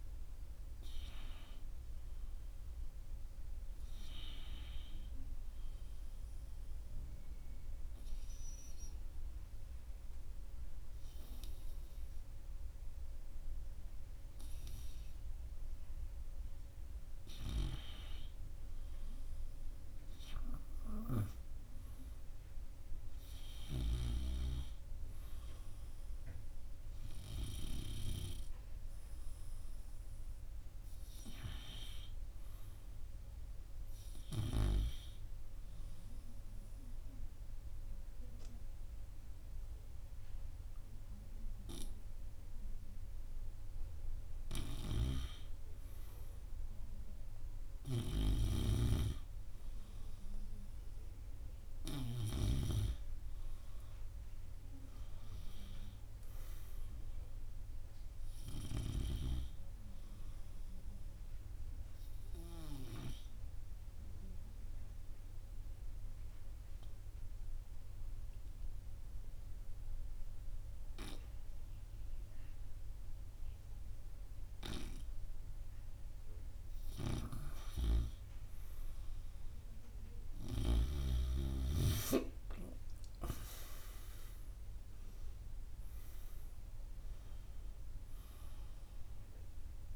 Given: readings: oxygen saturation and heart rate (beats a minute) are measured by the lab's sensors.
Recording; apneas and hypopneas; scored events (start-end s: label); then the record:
breathing in sleep by a room microphone; 3
6.00-17.00 s: obstructive apnea (oxygen 99% before, 96% lowest, heart rate 81 before, 78 extreme, up 2 after)
19.00-22.50 s: arousal
36.50-46.50 s: obstructive apnea (oxygen 98% before, 94% lowest, heart rate 80 before, 80 extreme, up 0 after)
47.50-51.00 s: arousal
64.50-76.50 s: obstructive apnea (oxygen 98% before, 94% lowest, heart rate 81 before, 74 extreme)
80.00-84.00 s: arousal
87.00-89.96 s: oxygen desaturation (device-marked, oxygen 98% before, 94% lowest, heart rate 78 before, 81 extreme)
From the record:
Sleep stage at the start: N2 (light sleep); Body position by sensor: on the right side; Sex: male